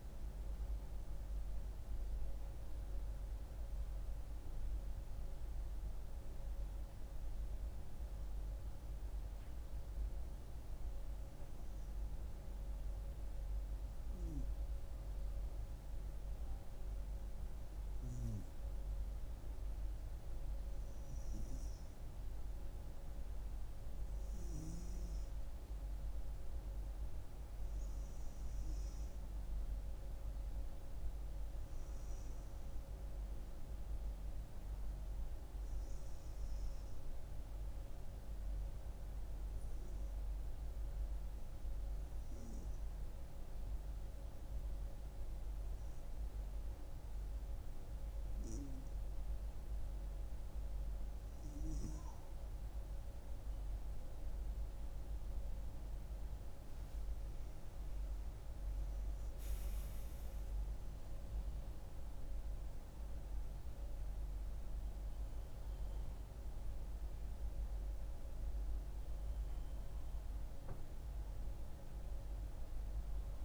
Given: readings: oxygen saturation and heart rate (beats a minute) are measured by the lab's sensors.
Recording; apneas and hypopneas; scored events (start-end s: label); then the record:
breathing in sleep, hard to hear, by a room microphone; 2
9.50-23.00 s: hypopnea (oxygen 96% before, 93% lowest, heart rate 68 before, 66 extreme, up 2 after)
25.50-28.50 s: arousal
39.00-54.50 s: hypopnea (oxygen 96% before, 93% lowest, heart rate 68 before, 65 extreme, up 5 after)
57.00-61.00 s: arousal
From the record:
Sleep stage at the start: N2 (light sleep); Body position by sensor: on the front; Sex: female